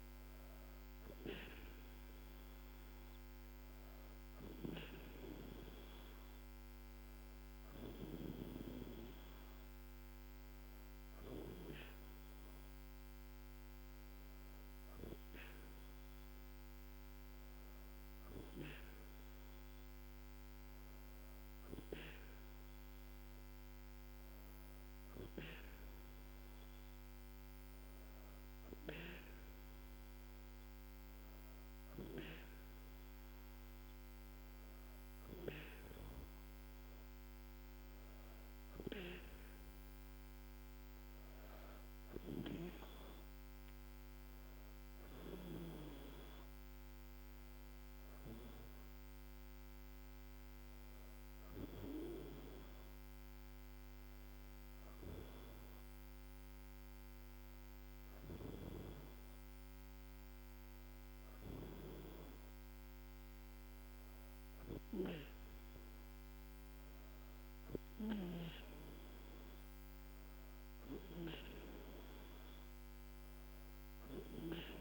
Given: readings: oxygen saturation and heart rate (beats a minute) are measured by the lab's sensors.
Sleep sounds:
breathing in sleep by a microphone on the trachea; none
none scored
From the record:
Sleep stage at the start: N2 (light sleep); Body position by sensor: on the back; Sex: female

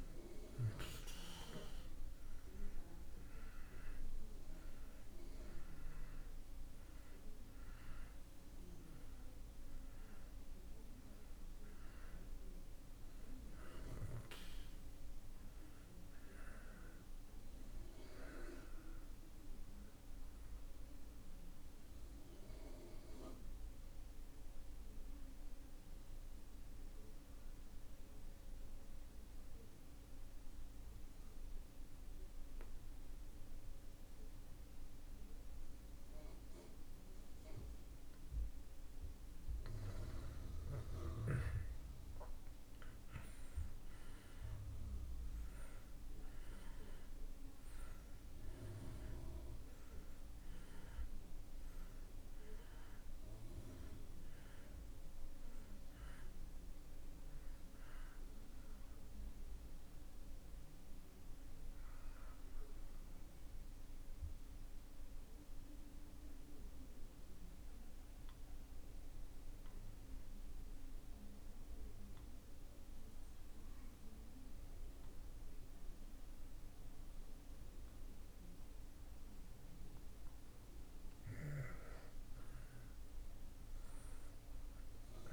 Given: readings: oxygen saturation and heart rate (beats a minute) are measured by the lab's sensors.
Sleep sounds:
breathing in sleep by a room microphone; 2
7.00-32.00 s: oxygen desaturation (device-marked, oxygen 93% before, 85% lowest)
21.50-39.00 s: mixed apnea (oxygen 93% before, 78% lowest)
41.00-46.00 s: arousal
44.00-78.00 s: oxygen desaturation (device-marked, oxygen 95% before, 78% lowest)
61.00-79.50 s: obstructive apnea (oxygen 95% before, 78% lowest)
81.50-85.33 s: arousal
From the record:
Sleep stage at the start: N2 (light sleep); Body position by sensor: on the back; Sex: male

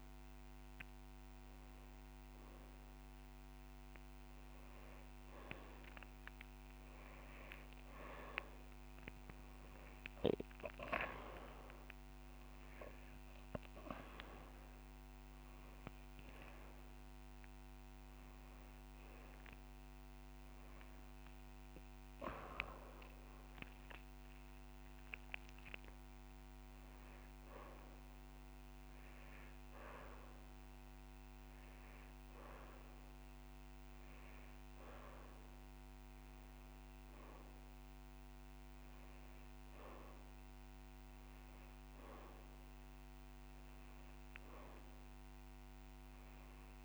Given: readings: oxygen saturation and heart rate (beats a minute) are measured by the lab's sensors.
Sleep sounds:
breathing in sleep by a microphone on the trachea; none
6.00-10.00 s: drop in pulse transit time (device-marked, heart rate 33 before, 27 extreme)
14.00-23.00 s: drop in pulse transit time (device-marked, heart rate 30 before, 29 extreme)
18.00-20.00 s: long interval between heartbeats (device-marked)
20.00-22.00 s: long interval between heartbeats (device-marked)
24.00-26.00 s: long interval between heartbeats (device-marked, heart rate 33 before, 48 extreme)
31.00-33.00 s: long interval between heartbeats (device-marked, heart rate 37 before, 35 extreme)
33.50-35.50 s: long interval between heartbeats (device-marked, heart rate 38 before, 40 extreme)
37.00-46.00 s: drop in pulse transit time (device-marked, heart rate 40 before, 34 extreme)
38.50-40.50 s: long interval between heartbeats (device-marked, heart rate 41 before, 39 extreme)
41.00-43.00 s: long interval between heartbeats (device-marked, heart rate 40 before, 40 extreme)
From the record:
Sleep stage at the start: N2 (light sleep); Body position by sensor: on the back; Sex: male

